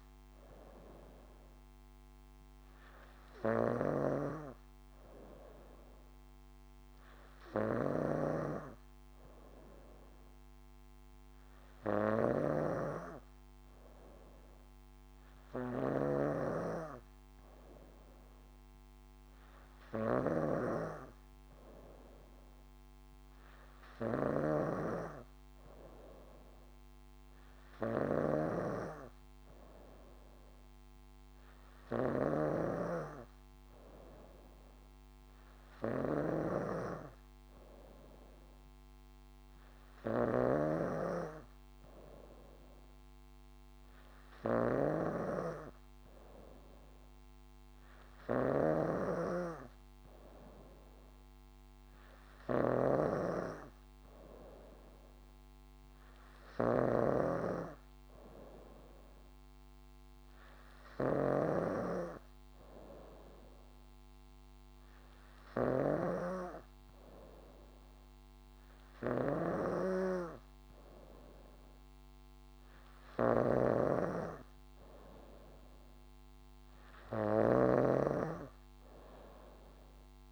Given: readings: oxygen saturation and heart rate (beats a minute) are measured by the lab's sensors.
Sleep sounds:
breathing in sleep by a microphone on the trachea; none
0.00-4.00 s: snoring (device-marked)
12.50-16.50 s: snoring (device-marked)
36.50-61.50 s: snoring (device-marked)
69.50-80.32 s: snoring (device-marked)
From the record:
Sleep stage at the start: N3 (deep sleep); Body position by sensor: on the back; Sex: female

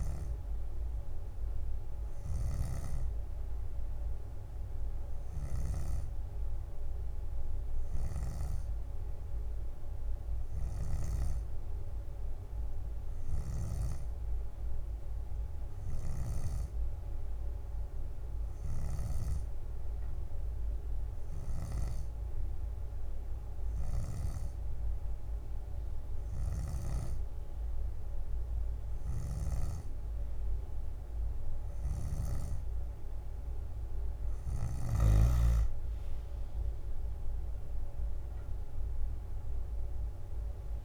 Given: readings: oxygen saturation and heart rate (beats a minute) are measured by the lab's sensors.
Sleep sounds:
breathing in sleep, hard to hear, by a room microphone; none
18.50-21.00 s: leg movement (device-marked)
21.00-22.50 s: leg movement (device-marked)
22.00-40.85 s: new sleep stage, N2 (light sleep)
31.50-33.00 s: leg movement (device-marked)
32.00-35.50 s: snoring (device-marked)
39.00-40.85 s: arousal
From the record:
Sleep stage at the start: N3 (deep sleep); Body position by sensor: on the back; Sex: female

